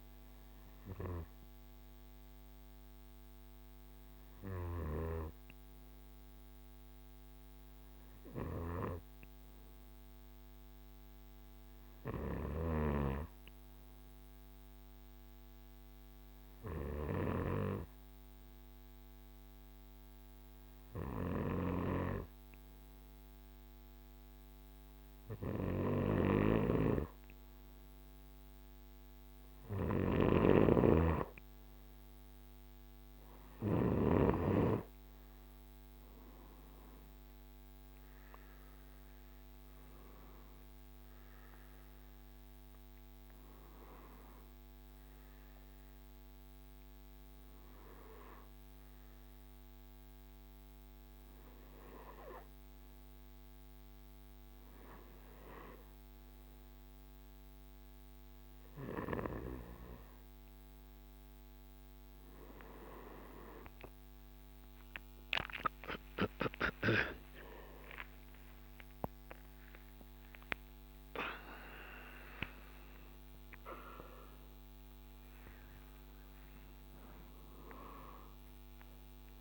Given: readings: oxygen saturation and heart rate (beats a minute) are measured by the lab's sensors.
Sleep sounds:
a person partly awake in a sleep study, by a microphone on the trachea; 1
1.50-25.50 s: obstructive apnea (oxygen 97% before, 94% lowest, heart rate 55 before, 53 extreme, up 2 after)
27.00-32.00 s: arousal
30.00-34.00 s: snoring (device-marked)
57.50-79.41 s: new sleep stage, awake
63.50-70.50 s: tachycardia (device-marked, heart rate 56 before, 142 extreme)
66.50-68.50 s: long interval between heartbeats (device-marked, heart rate 60 before, 101 extreme)
68.50-70.50 s: long interval between heartbeats (device-marked, heart rate 64 before, 130 extreme)
From the record:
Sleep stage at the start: N2 (light sleep); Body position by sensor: on the right side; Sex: male

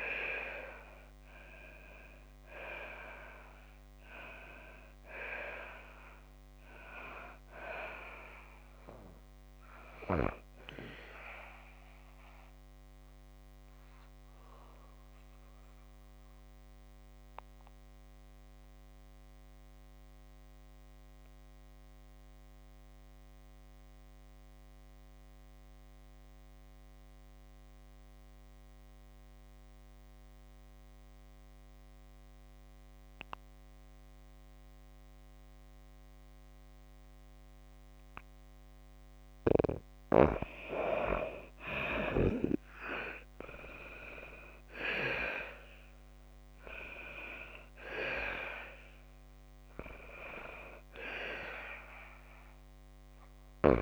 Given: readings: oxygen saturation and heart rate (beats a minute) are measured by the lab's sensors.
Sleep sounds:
breathing in sleep by a microphone on the trachea; 1
0.00-2.00 s: arousal
4.50-37.50 s: oxygen desaturation (device-marked, oxygen 94% before, 83% lowest, heart rate 60 before, 53 extreme)
12.00-38.00 s: obstructive apnea (oxygen 95% before, 83% lowest, heart rate 66 before, 53 extreme, up 5 after)
43.00-47.50 s: arousal
48.50-53.82 s: oxygen desaturation (device-marked, oxygen 98% before, 84% lowest, heart rate 55 before, 53 extreme)
From the record:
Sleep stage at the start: N2 (light sleep); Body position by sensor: on the back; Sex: female

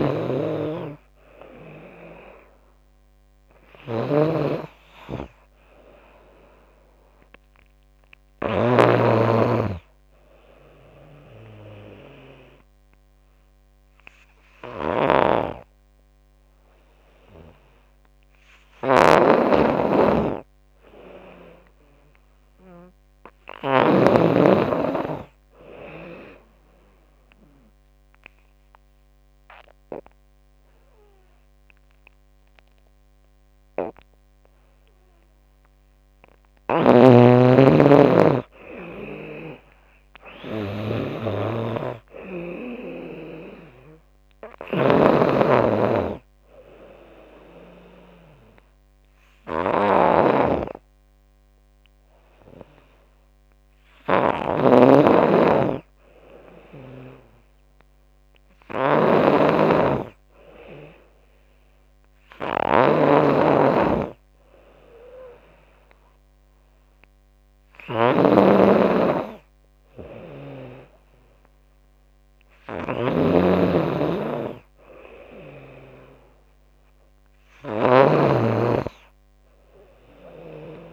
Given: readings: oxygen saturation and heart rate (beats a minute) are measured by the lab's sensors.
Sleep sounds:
breathing in sleep by a microphone on the trachea; 1
0.00-3.00 s: drop in pulse transit time (device-marked, heart rate 89 extreme)
0.00-24.00 s: snoring (device-marked)
13.50-17.50 s: arousal
26.50-36.50 s: obstructive apnea (oxygen 96% before, 88% lowest, heart rate 87 before, 73 extreme, up 8 after)
28.00-37.00 s: oxygen desaturation (device-marked, oxygen 96% before, 92% lowest, heart rate 87 before, 73 extreme)
36.50-80.92 s: snoring (device-marked)
39.00-52.00 s: drop in pulse transit time (device-marked, heart rate 86 before, 77 extreme)
40.50-44.00 s: arousal
45.00-62.00 s: oxygen desaturation (device-marked, oxygen 93% before, 88% lowest, heart rate 88 before, 73 extreme)
74.00-77.00 s: arousal
From the record:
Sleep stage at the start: N2 (light sleep); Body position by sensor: on the back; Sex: female

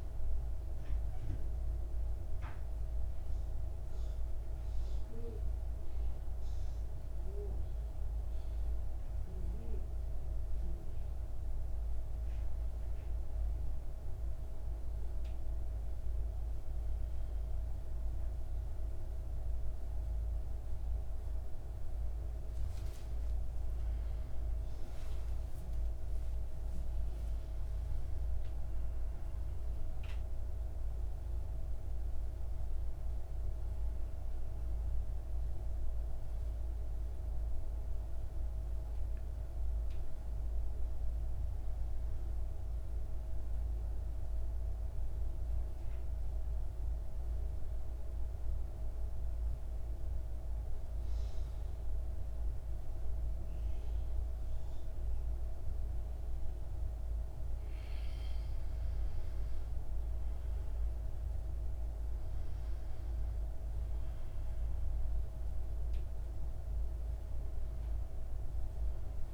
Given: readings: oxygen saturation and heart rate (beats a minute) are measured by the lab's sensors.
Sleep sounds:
breathing in sleep, hard to hear, by a room microphone; 2
0.00-3.50 s: oxygen desaturation (device-marked, oxygen 91% lowest, heart rate 58 extreme)
5.50-19.00 s: hypopnea (oxygen 100% before, 91% lowest, heart rate 60 before, 58 extreme, up 12 after)
22.50-27.00 s: arousal
44.50-58.00 s: central apnea (oxygen 98% before, 91% lowest, heart rate 67 before, 56 extreme, up 7 after)
45.50-69.34 s: new sleep stage, N2 (light sleep)
55.50-69.34 s: oxygen desaturation (device-marked, oxygen 98% before, 91% lowest, heart rate 62 before, 59 extreme)
60.50-65.50 s: arousal
From the record:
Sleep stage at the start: N1 (lightest sleep); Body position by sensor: on the back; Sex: male

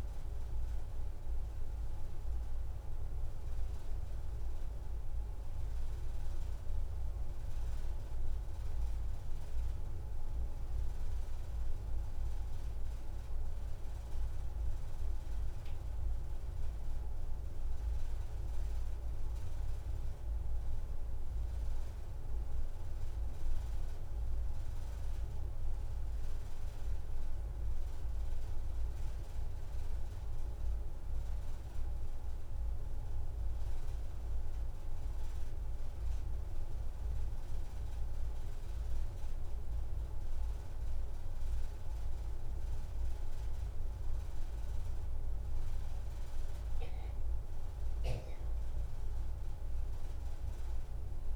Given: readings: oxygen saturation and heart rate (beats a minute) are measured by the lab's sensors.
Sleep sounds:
breathing in sleep, hard to hear, by a room microphone; none
27.00-31.00 s: arousal
From the record:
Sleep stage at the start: N1 (lightest sleep); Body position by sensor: on the back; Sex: female

